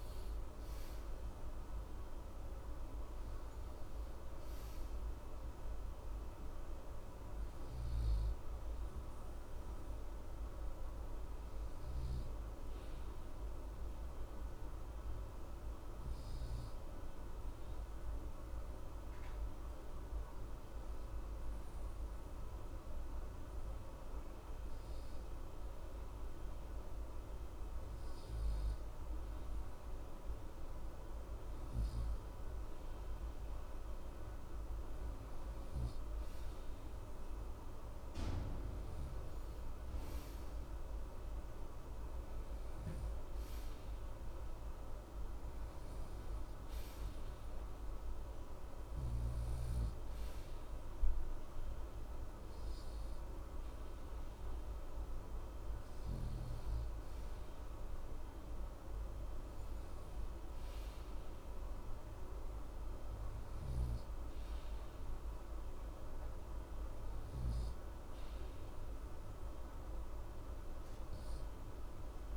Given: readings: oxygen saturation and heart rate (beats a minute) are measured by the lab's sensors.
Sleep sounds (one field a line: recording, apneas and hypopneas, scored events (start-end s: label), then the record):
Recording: breathing in sleep, hard to hear, by a room microphone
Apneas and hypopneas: 1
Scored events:
0.00-14.50 s: oxygen desaturation (device-marked, oxygen 81% lowest, heart rate 60 extreme)
10.00-30.00 s: hypopnea (oxygen 87% before, 85% lowest, heart rate 62 before, 60 extreme, up 0 after)
32.00-36.00 s: arousal
35.50-72.37 s: new sleep stage, N2 (light sleep)
From the record:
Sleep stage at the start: N1 (lightest sleep)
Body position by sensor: on the right side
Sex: male